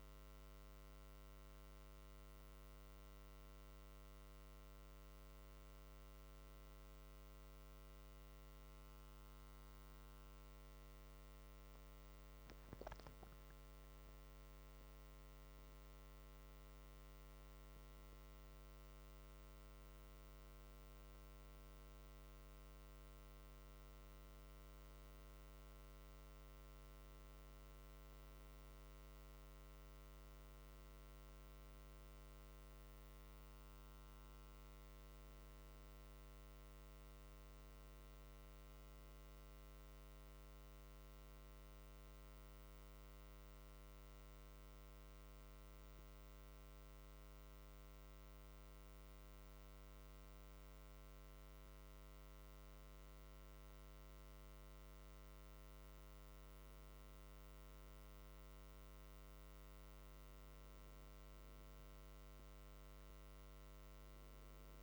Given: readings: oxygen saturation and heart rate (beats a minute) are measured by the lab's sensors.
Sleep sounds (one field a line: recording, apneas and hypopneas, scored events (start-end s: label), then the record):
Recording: breathing in sleep, hard to hear, by a microphone on the trachea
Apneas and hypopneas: none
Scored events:
55.50-64.83 s: new sleep stage, awake
From the record:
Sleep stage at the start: N1 (lightest sleep)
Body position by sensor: on the back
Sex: male